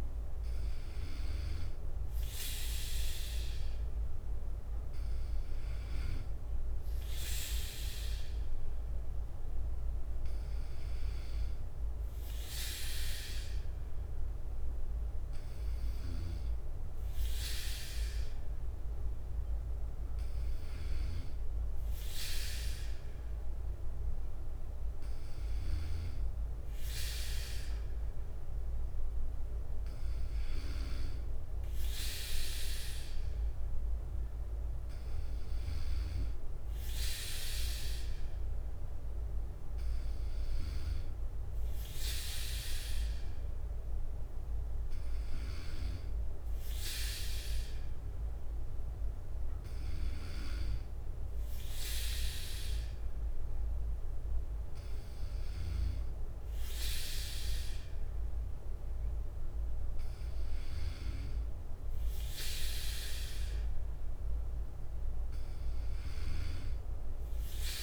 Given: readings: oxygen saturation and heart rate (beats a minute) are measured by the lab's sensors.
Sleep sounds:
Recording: breathing in sleep by a room microphone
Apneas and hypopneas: none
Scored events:
4.50-27.50 s: bradycardia (device-marked, heart rate 61 before, 57 extreme)
40.50-51.50 s: bradycardia (device-marked, heart rate 59 before, 58 extreme)
63.50-67.83 s: new sleep stage, N3 (deep sleep)
64.50-67.83 s: bradycardia (device-marked, heart rate 59 before, 59 extreme)
From the record:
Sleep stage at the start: N2 (light sleep)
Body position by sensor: on the right side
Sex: male

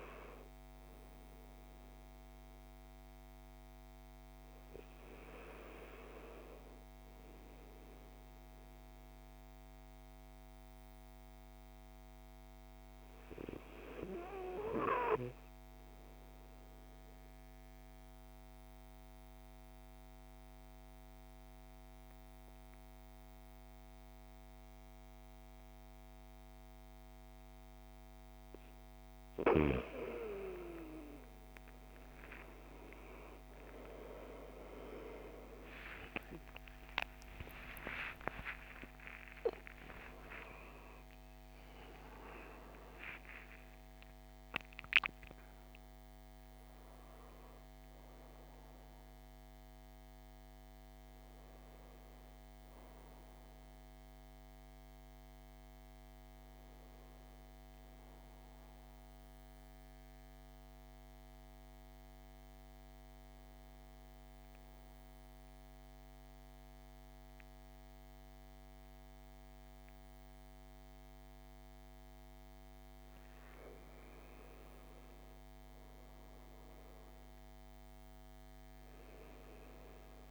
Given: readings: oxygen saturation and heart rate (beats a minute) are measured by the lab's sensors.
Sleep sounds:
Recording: breathing in sleep by a microphone on the trachea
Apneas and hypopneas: 2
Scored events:
6.00-27.00 s: obstructive apnea (oxygen 97% before, 92% lowest)
31.50-52.50 s: oxygen desaturation (device-marked, oxygen 96% before, 92% lowest)
32.00-38.00 s: arousal
57.50-72.50 s: hypopnea (oxygen 96% before, 92% lowest, heart rate 106 before, 54 extreme, up 5 after)
74.00-78.00 s: arousal
From the record:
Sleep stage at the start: N2 (light sleep)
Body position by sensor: on the back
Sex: male

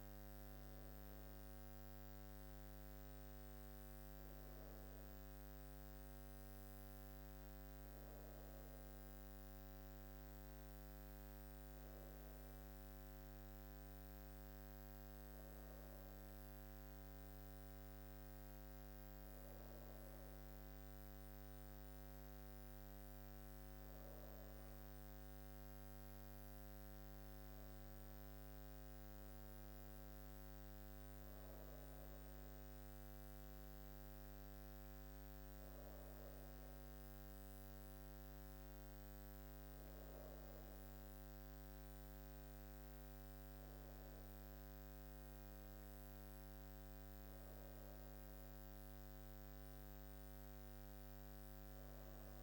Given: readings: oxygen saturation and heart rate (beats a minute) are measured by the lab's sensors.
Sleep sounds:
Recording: breathing in sleep, hard to hear, by a microphone on the trachea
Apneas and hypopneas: none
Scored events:
none scored
From the record:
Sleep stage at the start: N1 (lightest sleep)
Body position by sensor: on the back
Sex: female

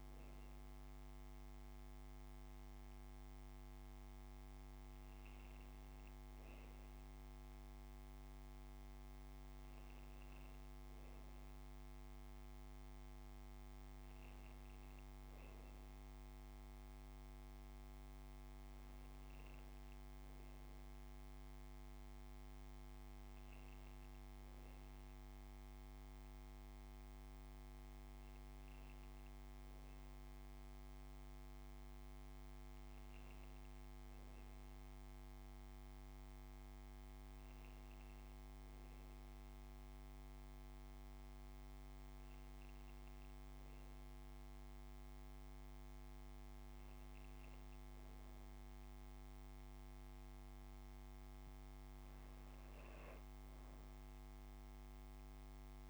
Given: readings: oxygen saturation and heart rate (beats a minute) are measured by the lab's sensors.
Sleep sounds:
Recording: breathing in sleep, hard to hear, by a microphone on the trachea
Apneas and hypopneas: none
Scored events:
0.00-13.50 s: oxygen desaturation (device-marked, oxygen 94% lowest)
From the record:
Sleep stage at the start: N2 (light sleep)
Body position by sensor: on the right side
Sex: female

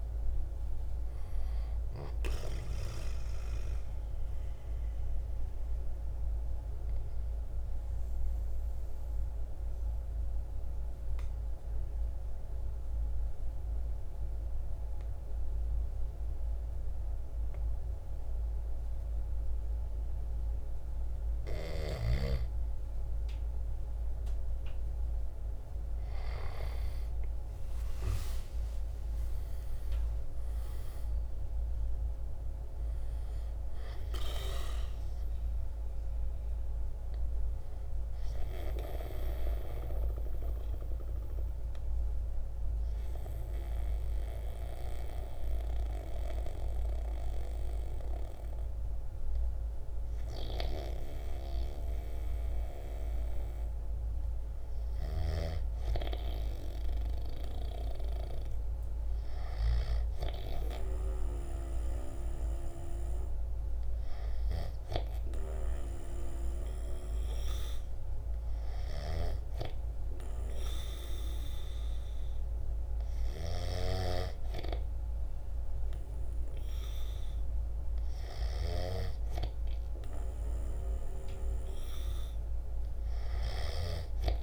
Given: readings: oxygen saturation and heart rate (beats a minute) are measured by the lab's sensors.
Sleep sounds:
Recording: breathing in sleep by a room microphone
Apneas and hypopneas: 2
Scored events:
0.00-8.00 s: drop in pulse transit time (device-marked, heart rate 55 extreme)
0.00-22.00 s: oxygen desaturation (device-marked, oxygen 87% lowest, heart rate 51 extreme)
2.50-21.00 s: obstructive apnea (oxygen 97% before, 87% lowest, heart rate 56 before, 51 extreme, up 6 after)
27.00-33.00 s: arousal
30.00-55.00 s: oxygen desaturation (device-marked, oxygen 98% before, 90% lowest, heart rate 54 before, 51 extreme)
31.00-42.00 s: drop in pulse transit time (device-marked, heart rate 55 before, 52 extreme)
38.50-53.00 s: obstructive apnea (oxygen 98% before, 90% lowest, heart rate 58 before, 51 extreme, up 6 after)
57.00-61.50 s: arousal
63.00-84.43 s: oxygen desaturation (device-marked, oxygen 98% before, 92% lowest, heart rate 53 before, 54 extreme)
From the record:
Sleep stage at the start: N2 (light sleep)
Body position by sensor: on the right side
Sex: male

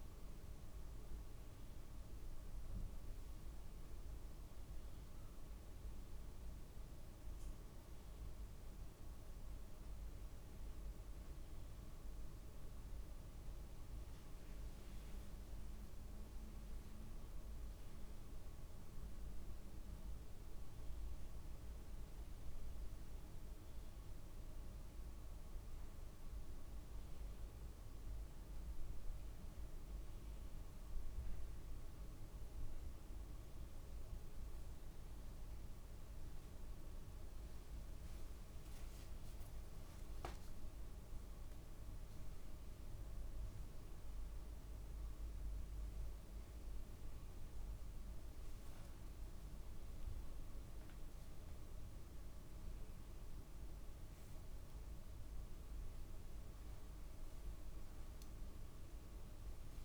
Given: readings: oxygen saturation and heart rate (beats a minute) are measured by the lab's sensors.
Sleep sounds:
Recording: breathing in sleep, hard to hear, by a room microphone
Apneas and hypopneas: none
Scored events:
none scored
From the record:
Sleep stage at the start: N2 (light sleep)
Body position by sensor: on the back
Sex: male

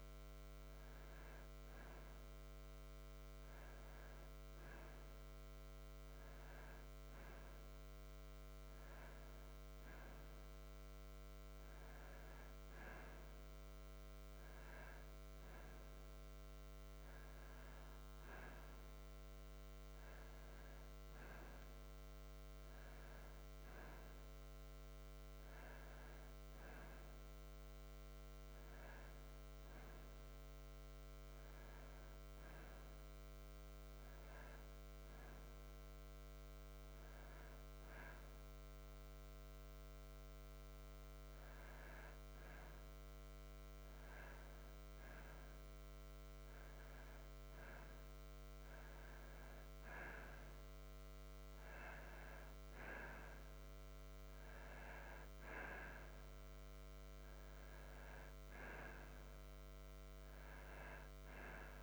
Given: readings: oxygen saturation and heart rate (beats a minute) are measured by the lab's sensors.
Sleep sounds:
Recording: breathing in sleep by a microphone on the trachea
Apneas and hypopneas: none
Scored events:
none scored
From the record:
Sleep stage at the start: N2 (light sleep)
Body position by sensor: on the back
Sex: male

